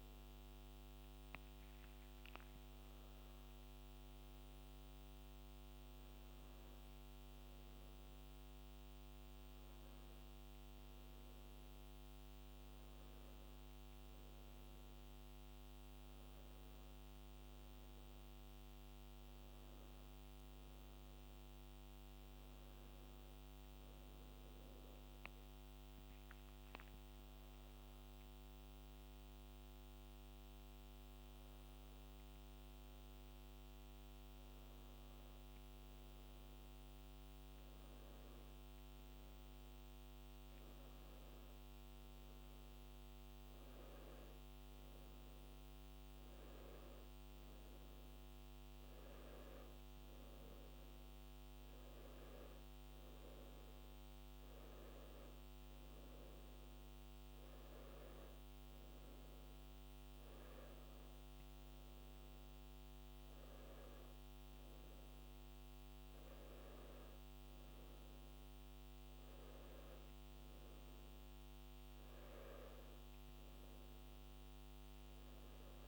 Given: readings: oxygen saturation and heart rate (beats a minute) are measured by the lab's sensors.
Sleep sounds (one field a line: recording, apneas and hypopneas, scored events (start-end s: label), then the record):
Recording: breathing in sleep, hard to hear, by a microphone on the trachea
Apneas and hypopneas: none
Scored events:
none scored
From the record:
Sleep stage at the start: N2 (light sleep)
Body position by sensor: on the back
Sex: male